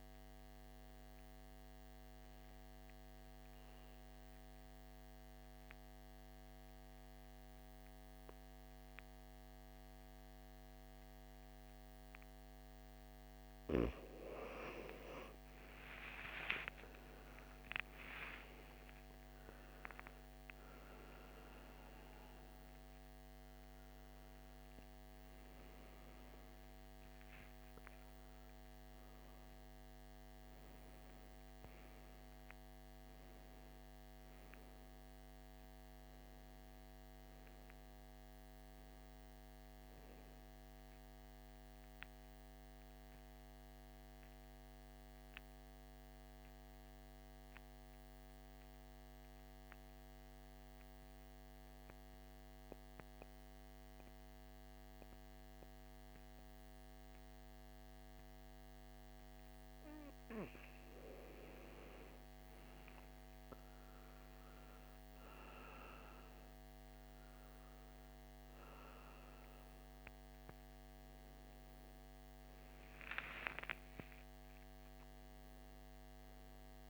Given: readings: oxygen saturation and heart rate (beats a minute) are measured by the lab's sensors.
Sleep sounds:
breathing in sleep by a microphone on the trachea; 2
0.00-10.50 s: oxygen desaturation (device-marked, oxygen 91% lowest, heart rate 55 extreme)
3.50-13.50 s: obstructive apnea (oxygen 98% before, 87% lowest, heart rate 60 before, 56 extreme, up 18 after)
15.50-19.50 s: arousal
21.50-40.50 s: oxygen desaturation (device-marked, oxygen 96% before, 87% lowest, heart rate 61 before, 54 extreme)
22.50-52.50 s: new sleep stage, N1 (lightest sleep)
37.00-39.50 s: arousal
41.50-60.00 s: central apnea (oxygen 98% before, 87% lowest, heart rate 66 before, 55 extreme, up 11 after)
52.50-76.90 s: new sleep stage, N2 (light sleep)
62.50-67.00 s: arousal
62.50-76.90 s: oxygen desaturation (device-marked, oxygen 99% before, 89% lowest, heart rate 56 before, 54 extreme)
From the record:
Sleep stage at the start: N2 (light sleep); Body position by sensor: on the back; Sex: male

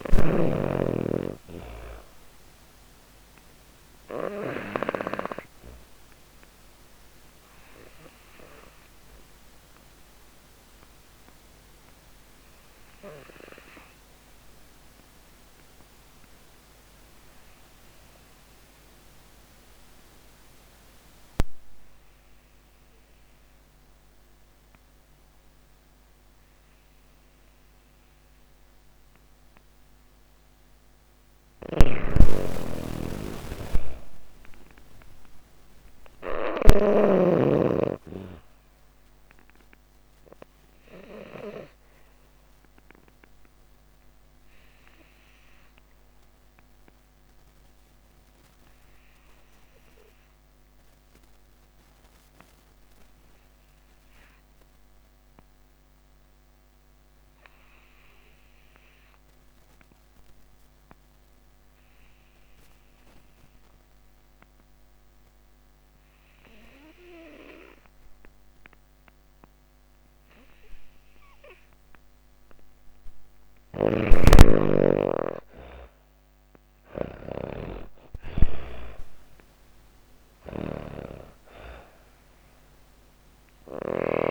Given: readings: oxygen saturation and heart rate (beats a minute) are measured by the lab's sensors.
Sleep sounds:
breathing in sleep by a microphone on the trachea; 2
0.00-22.50 s: oxygen desaturation (device-marked, oxygen 82% lowest)
3.50-29.50 s: obstructive apnea (oxygen 99% before, 82% lowest)
28.50-59.50 s: oxygen desaturation (device-marked, oxygen 98% before, 84% lowest)
30.50-36.00 s: snoring (device-marked)
31.50-35.50 s: arousal
47.50-71.00 s: obstructive apnea (oxygen 98% before, 80% lowest)
66.50-84.31 s: oxygen desaturation (device-marked, oxygen 97% before, 80% lowest)
72.50-83.00 s: snoring (device-marked)
73.50-79.00 s: arousal
From the record:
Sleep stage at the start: N2 (light sleep); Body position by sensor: on the back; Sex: female

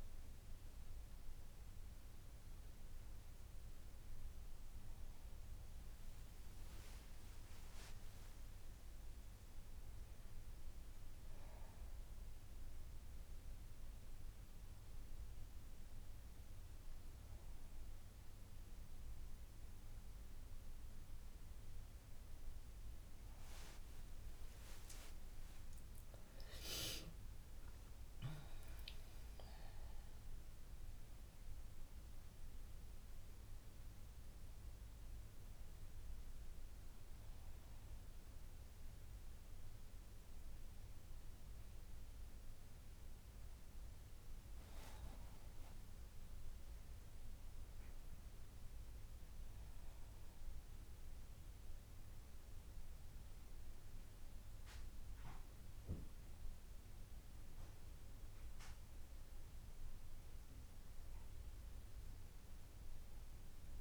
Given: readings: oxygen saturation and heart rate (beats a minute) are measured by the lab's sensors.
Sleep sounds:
a person partly awake in a sleep study, hard to hear, by a room microphone; none
7.00-9.00 s: long interval between heartbeats (device-marked, heart rate 55 before, 68 extreme)
21.50-63.81 s: new sleep stage, N1 (lightest sleep)
From the record:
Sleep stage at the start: awake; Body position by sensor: on the left side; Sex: female

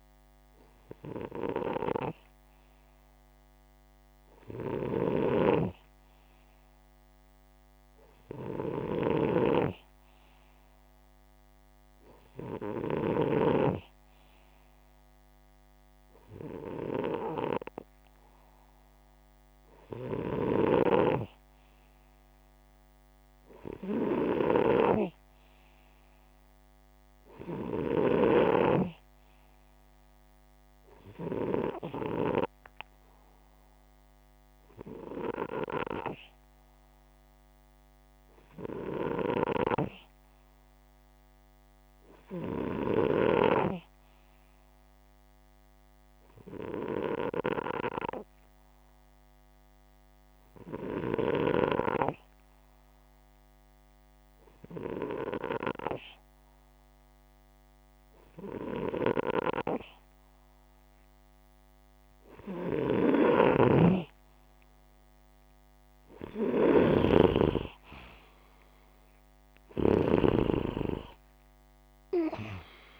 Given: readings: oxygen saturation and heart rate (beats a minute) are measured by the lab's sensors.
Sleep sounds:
breathing in sleep by a microphone on the trachea; 1
0.00-7.00 s: oxygen desaturation (device-marked, oxygen 94% lowest, heart rate 50 extreme)
4.50-13.00 s: snoring (device-marked)
45.00-60.00 s: hypopnea (oxygen 95% before, 91% lowest, heart rate 86 before, 69 extreme)
62.00-66.50 s: arousal
62.50-73.00 s: snoring (device-marked)
From the record:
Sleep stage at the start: N2 (light sleep); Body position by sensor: upright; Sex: male

